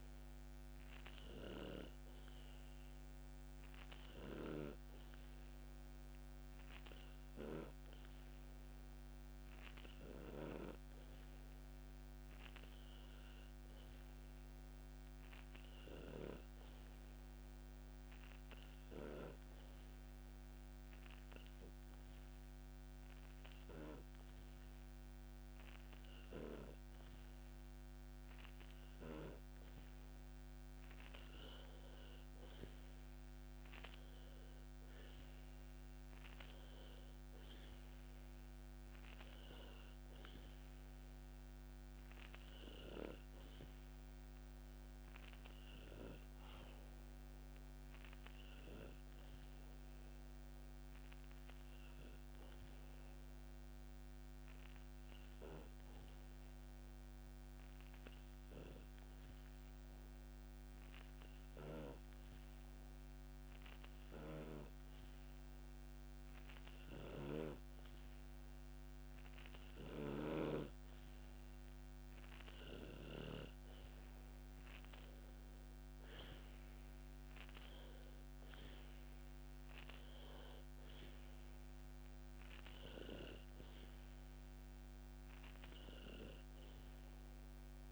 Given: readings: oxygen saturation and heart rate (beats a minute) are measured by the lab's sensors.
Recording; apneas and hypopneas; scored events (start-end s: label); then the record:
breathing in sleep by a microphone on the trachea; 2
16.50-30.00 s: obstructive apnea (oxygen 96% before, 93% lowest, heart rate 64 before, 63 extreme, up 3 after)
33.00-36.00 s: arousal
43.50-72.50 s: obstructive apnea (oxygen 95% before, 92% lowest, heart rate 65 before, 61 extreme, up 5 after)
75.50-79.50 s: arousal
80.00-87.92 s: oxygen desaturation (device-marked, oxygen 96% before, 92% lowest, heart rate 64 before, 61 extreme)
From the record:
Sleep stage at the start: N2 (light sleep); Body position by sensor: on the back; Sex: male